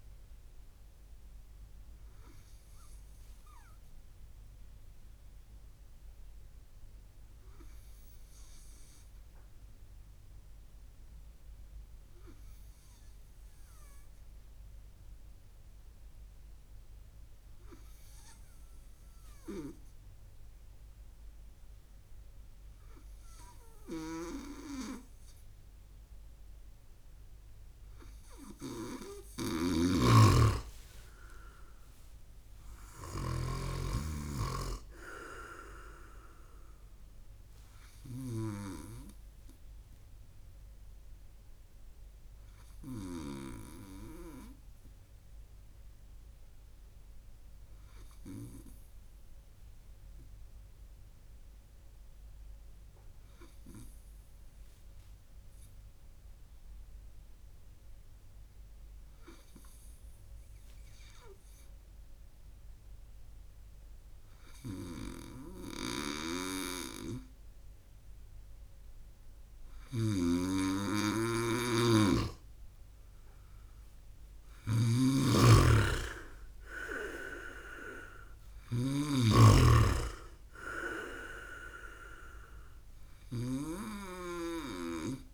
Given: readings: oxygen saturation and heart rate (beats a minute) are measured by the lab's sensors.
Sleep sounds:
breathing in sleep by a room microphone; 2
1.50-26.00 s: hypopnea (oxygen 100% before, 96% lowest, heart rate 63 before, 58 extreme, up 0 after)
23.50-33.00 s: snoring (device-marked)
29.50-33.50 s: arousal
40.50-67.50 s: hypopnea (oxygen 98% before, 96% lowest, heart rate 66 before, 58 extreme, up 1 after)
64.50-85.34 s: snoring (device-marked)
74.50-78.50 s: arousal
From the record:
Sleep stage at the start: N2 (light sleep); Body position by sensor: on the right side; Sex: male

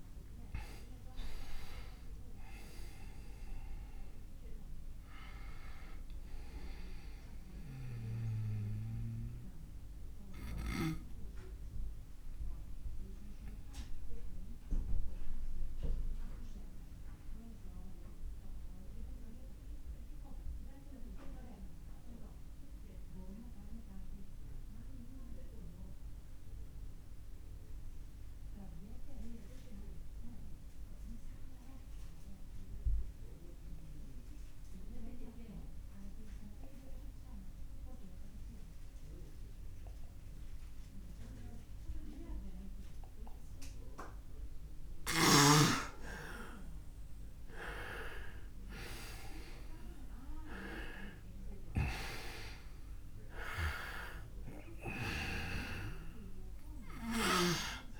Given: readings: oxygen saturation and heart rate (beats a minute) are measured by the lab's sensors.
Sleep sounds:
breathing in sleep by a room microphone; 1
0.00-26.50 s: oxygen desaturation (device-marked, oxygen 83% lowest)
9.00-45.50 s: obstructive apnea (oxygen 98% before, 83% lowest)
17.50-22.50 s: tachycardia (device-marked, heart rate 43 before, 103 extreme)
47.00-50.50 s: arousal
47.50-58.00 s: oxygen desaturation (device-marked, oxygen 98% before, 86% lowest)
From the record:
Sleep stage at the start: N2 (light sleep); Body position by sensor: on the back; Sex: male

